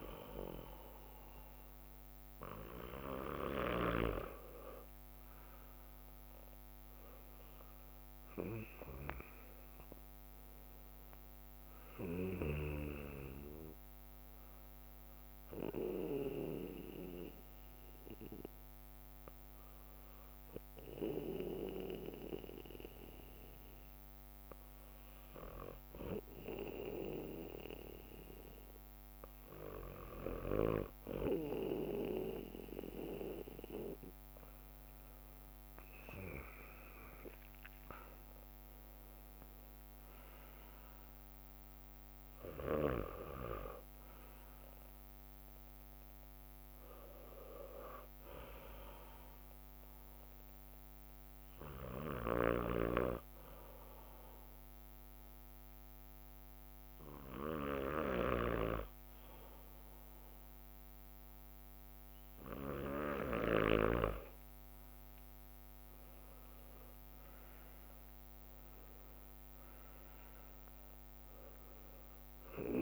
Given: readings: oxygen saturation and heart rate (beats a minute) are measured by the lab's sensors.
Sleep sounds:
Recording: breathing in sleep by a microphone on the trachea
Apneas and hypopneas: 2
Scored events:
0.00-1.00 s: bradycardia (device-marked, heart rate 59 extreme)
0.00-7.00 s: drop in pulse transit time (device-marked, heart rate 58 extreme)
4.50-10.00 s: leg movement (device-marked)
7.50-11.50 s: arousal
16.00-23.00 s: bradycardia (device-marked, heart rate 61 before, 58 extreme)
19.00-31.50 s: hypopnea (oxygen 97% before, 93% lowest, heart rate 62 before, 58 extreme, up 7 after)
22.00-37.00 s: drop in pulse transit time (device-marked, heart rate 62 before, 58 extreme)
23.00-28.00 s: leg movement (device-marked)
34.00-40.00 s: leg movement (device-marked)
35.50-40.50 s: arousal
44.00-55.00 s: bradycardia (device-marked, heart rate 61 before, 58 extreme)
50.50-62.50 s: hypopnea (oxygen 97% before, 93% lowest, heart rate 62 before, 57 extreme, up 6 after)
52.00-67.00 s: drop in pulse transit time (device-marked, heart rate 62 before, 58 extreme)
63.50-65.00 s: leg movement (device-marked)
64.00-68.50 s: arousal
68.00-72.82 s: oxygen desaturation (device-marked, oxygen 96% before, 93% lowest, heart rate 60 before, 57 extreme)
From the record:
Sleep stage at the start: N2 (light sleep)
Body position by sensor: on the back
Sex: male

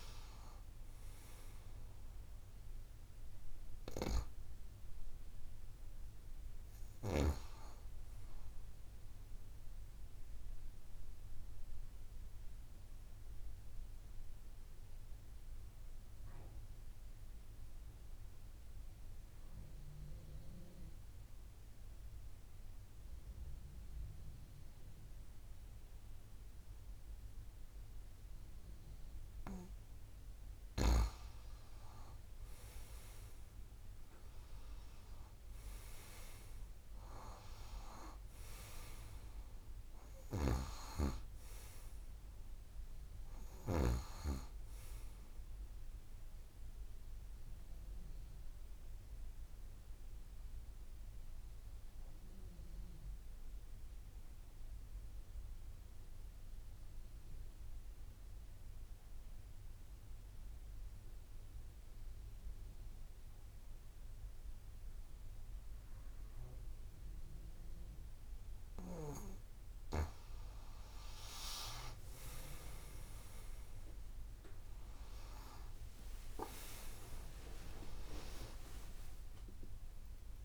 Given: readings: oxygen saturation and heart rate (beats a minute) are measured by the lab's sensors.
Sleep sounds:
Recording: breathing in sleep by a room microphone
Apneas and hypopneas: 2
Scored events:
0.00-16.00 s: oxygen desaturation (device-marked, oxygen 88% lowest)
10.50-29.00 s: obstructive apnea (oxygen 97% before, 88% lowest)
31.00-34.50 s: arousal
32.00-58.00 s: oxygen desaturation (device-marked, oxygen 97% before, 88% lowest)
47.00-69.00 s: obstructive apnea (oxygen 98% before, 88% lowest)
71.00-80.44 s: oxygen desaturation (device-marked, oxygen 98% before, 88% lowest)
75.00-80.44 s: new sleep stage, awake
From the record:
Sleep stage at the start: N2 (light sleep)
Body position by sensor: on the back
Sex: female

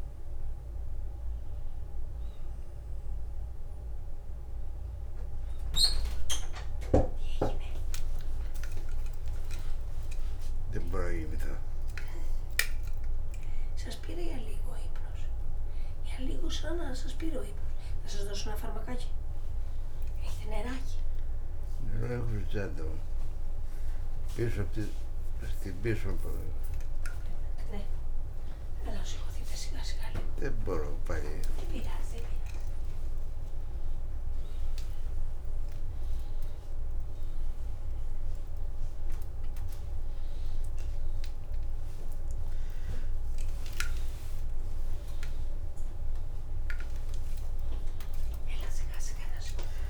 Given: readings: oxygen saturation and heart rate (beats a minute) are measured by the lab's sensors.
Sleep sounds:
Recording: a person awake in a sleep study, by a room microphone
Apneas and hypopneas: none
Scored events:
14.50-16.50 s: long interval between heartbeats (device-marked, heart rate 65 before, 66 extreme)
16.50-18.50 s: long interval between heartbeats (device-marked, heart rate 66 before, 64 extreme)
26.00-28.00 s: long interval between heartbeats (device-marked, heart rate 61 before, 65 extreme)
29.00-31.00 s: long interval between heartbeats (device-marked, heart rate 62 before, 59 extreme)
34.00-39.00 s: tachycardia (device-marked, heart rate 60 before, 103 extreme)
36.50-38.50 s: long interval between heartbeats (device-marked, heart rate 63 before, 91 extreme)
40.00-44.00 s: tachycardia (device-marked, heart rate 60 before, 118 extreme)
41.00-43.00 s: long interval between heartbeats (device-marked, heart rate 74 before, 96 extreme)
43.00-45.00 s: long interval between heartbeats (device-marked, heart rate 79 before, 107 extreme)
45.00-47.00 s: long interval between heartbeats (device-marked, heart rate 84 before, 114 extreme)
46.00-49.90 s: tachycardia (device-marked, heart rate 61 before, 159 extreme)
From the record:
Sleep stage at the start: awake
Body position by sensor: on the back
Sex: male

